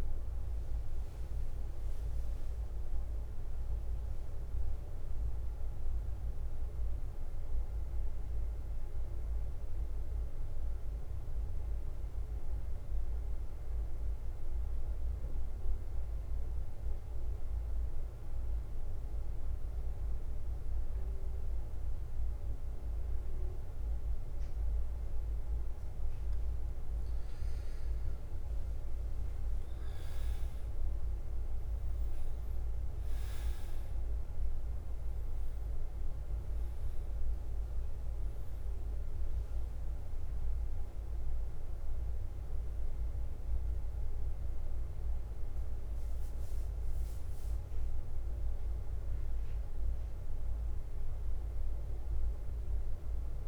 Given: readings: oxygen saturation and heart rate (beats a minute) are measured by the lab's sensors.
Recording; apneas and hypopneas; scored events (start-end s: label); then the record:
breathing in sleep, hard to hear, by a room microphone; 1
0.00-13.50 s: oxygen desaturation (device-marked, oxygen 94% lowest, heart rate 43 extreme)
0.00-53.48 s: bradycardia (device-marked, heart rate 42 extreme)
10.00-26.50 s: mixed apnea (oxygen 96% before, 94% lowest, heart rate 49 before, 47 extreme, up 4 after)
30.00-34.00 s: arousal
31.50-53.48 s: oxygen desaturation (device-marked, oxygen 99% before, 94% lowest, heart rate 48 before, 48 extreme)
From the record:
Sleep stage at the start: N2 (light sleep); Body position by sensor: on the back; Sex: male